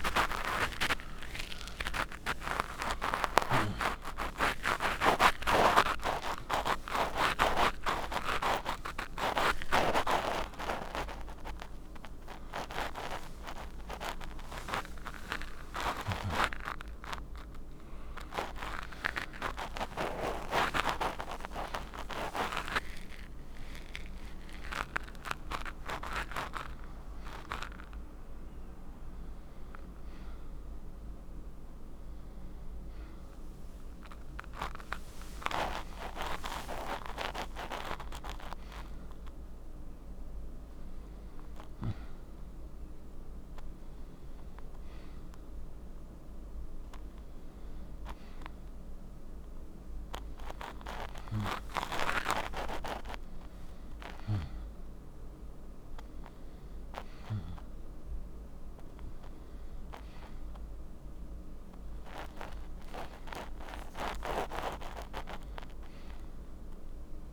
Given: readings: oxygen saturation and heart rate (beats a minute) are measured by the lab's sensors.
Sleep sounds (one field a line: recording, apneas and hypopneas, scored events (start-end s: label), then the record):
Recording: a person awake in a sleep study, by a room microphone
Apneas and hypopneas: none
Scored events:
37.00-67.00 s: new sleep stage, N2 (light sleep)
43.00-63.00 s: oxygen desaturation (device-marked, oxygen 95% before, 91% lowest, heart rate 90 before, 81 extreme)
67.00-67.33 s: new sleep stage, N1 (lightest sleep)
From the record:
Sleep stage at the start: awake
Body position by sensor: on the right side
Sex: male